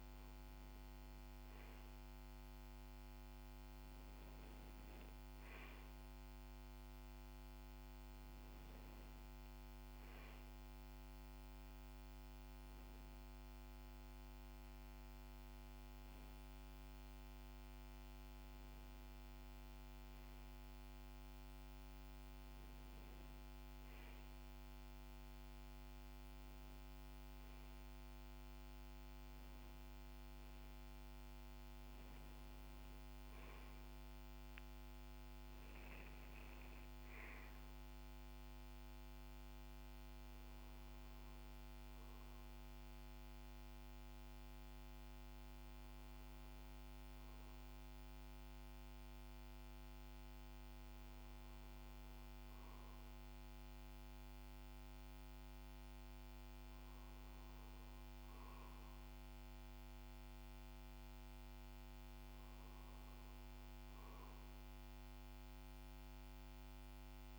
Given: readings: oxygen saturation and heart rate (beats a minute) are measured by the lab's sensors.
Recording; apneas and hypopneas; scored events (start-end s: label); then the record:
breathing in sleep, hard to hear, by a microphone on the trachea; none
none scored
From the record:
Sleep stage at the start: REM sleep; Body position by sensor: on the back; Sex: male